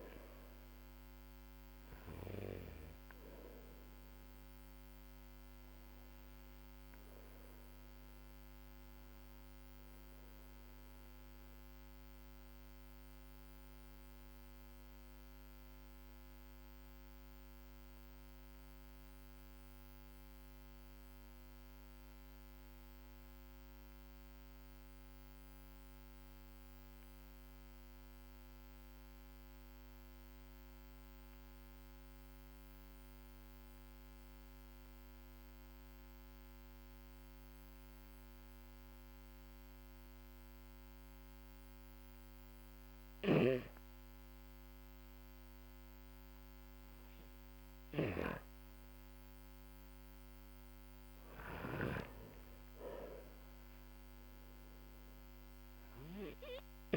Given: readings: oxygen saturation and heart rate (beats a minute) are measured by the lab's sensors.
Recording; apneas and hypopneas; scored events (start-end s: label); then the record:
breathing in sleep by a microphone on the trachea; 1
3.00-48.50 s: obstructive apnea (oxygen 98% before, 92% lowest, heart rate 51 before, 43 extreme, up 12 after)
48.00-56.97 s: oxygen desaturation (device-marked, oxygen 99% before, 92% lowest, heart rate 55 before, 43 extreme)
49.50-52.50 s: arousal
From the record:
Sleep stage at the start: REM sleep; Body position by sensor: on the back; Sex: male